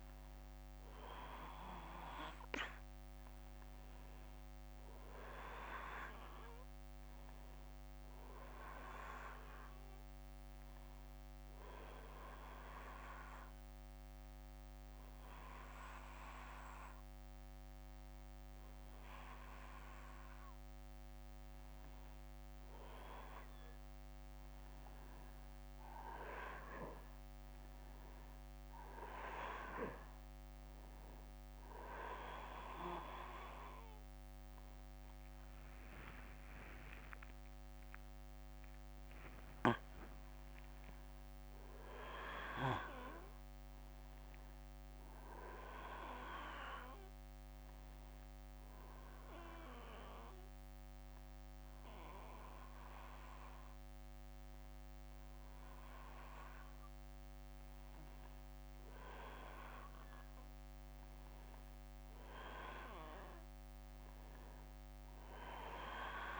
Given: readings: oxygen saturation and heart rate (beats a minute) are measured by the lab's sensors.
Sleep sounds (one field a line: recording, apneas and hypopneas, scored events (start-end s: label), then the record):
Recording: breathing in sleep by a microphone on the trachea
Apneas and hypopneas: 1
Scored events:
4.00-8.00 s: arousal
10.00-21.50 s: obstructive apnea (oxygen 96% before, 92% lowest, heart rate 69 before, 64 extreme, up 4 after)
31.50-36.00 s: arousal
31.50-50.50 s: oxygen desaturation (device-marked, oxygen 95% before, 92% lowest, heart rate 68 before, 79 extreme)
65.00-66.40 s: arousal
From the record:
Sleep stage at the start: N1 (lightest sleep)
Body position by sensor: on the back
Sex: male